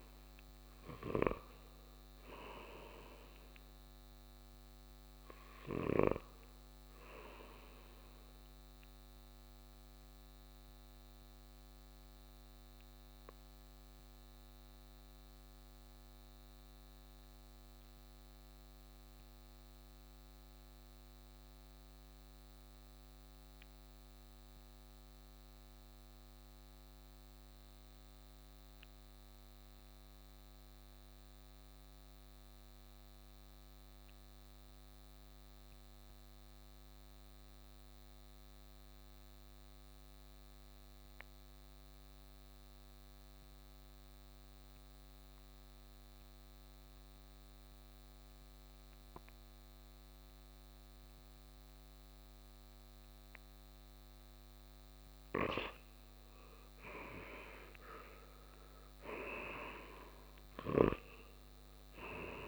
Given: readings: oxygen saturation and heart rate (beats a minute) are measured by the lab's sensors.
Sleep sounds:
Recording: breathing in sleep by a microphone on the trachea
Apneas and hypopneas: 1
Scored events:
0.00-23.00 s: oxygen desaturation (device-marked, oxygen 88% lowest, heart rate 52 extreme)
9.00-55.00 s: mixed apnea (oxygen 97% before, 85% lowest, heart rate 61 before, 52 extreme, up 7 after)
36.00-62.47 s: oxygen desaturation (device-marked, oxygen 99% before, 85% lowest, heart rate 55 before, 55 extreme)
57.50-61.50 s: arousal
60.50-62.47 s: snoring (device-marked)
From the record:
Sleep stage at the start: N2 (light sleep)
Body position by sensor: on the right side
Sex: male

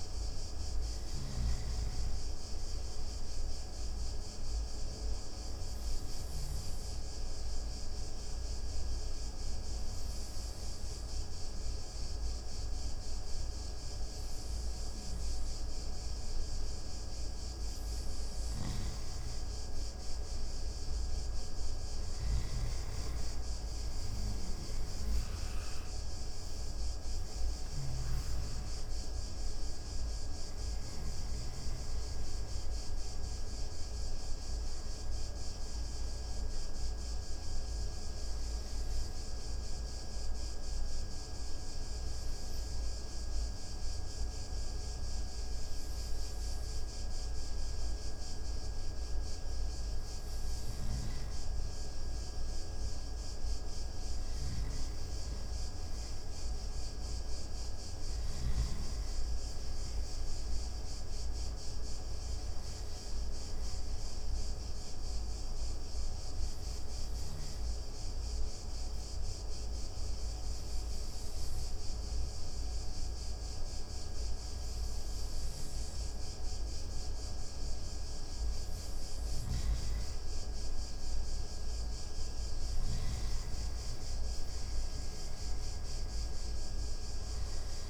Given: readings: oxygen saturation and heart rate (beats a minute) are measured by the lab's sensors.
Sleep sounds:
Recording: breathing in sleep, hard to hear, by a room microphone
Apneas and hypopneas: 3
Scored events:
0.00-1.50 s: snoring (device-marked)
5.00-18.00 s: obstructive apnea (oxygen 94% before, 89% lowest)
18.00-22.50 s: snoring (device-marked)
20.00-23.50 s: arousal
24.50-31.00 s: snoring (device-marked)
28.00-51.00 s: oxygen desaturation (device-marked, oxygen 94% before, 89% lowest)
38.00-50.00 s: obstructive apnea (oxygen 94% before, 89% lowest)
50.50-58.50 s: snoring (device-marked)
53.00-55.50 s: arousal
64.00-79.00 s: oxygen desaturation (device-marked, oxygen 96% before, 92% lowest)
66.50-78.00 s: obstructive apnea (oxygen 96% before, 91% lowest)
79.00-83.00 s: snoring (device-marked)
80.50-84.00 s: arousal
From the record:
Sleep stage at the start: N2 (light sleep)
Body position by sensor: on the right side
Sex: male

